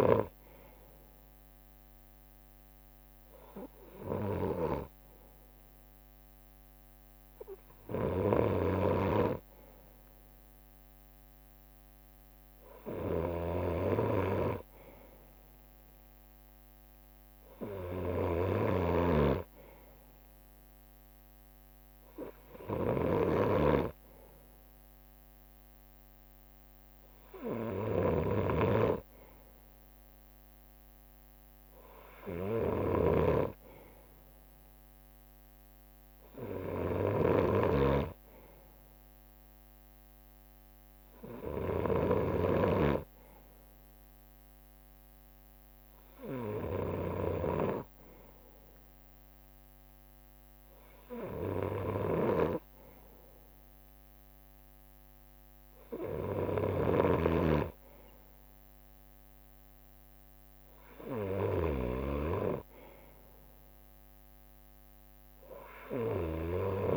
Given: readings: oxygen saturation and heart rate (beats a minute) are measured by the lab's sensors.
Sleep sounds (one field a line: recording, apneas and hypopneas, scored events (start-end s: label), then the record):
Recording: breathing in sleep by a microphone on the trachea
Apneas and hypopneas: none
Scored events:
18.50-42.00 s: snoring (device-marked)
38.00-44.50 s: leg movement (device-marked)
43.50-57.50 s: drop in pulse transit time (device-marked, heart rate 64 before, 64 extreme)
From the record:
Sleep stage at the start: N2 (light sleep)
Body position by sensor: on the right side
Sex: male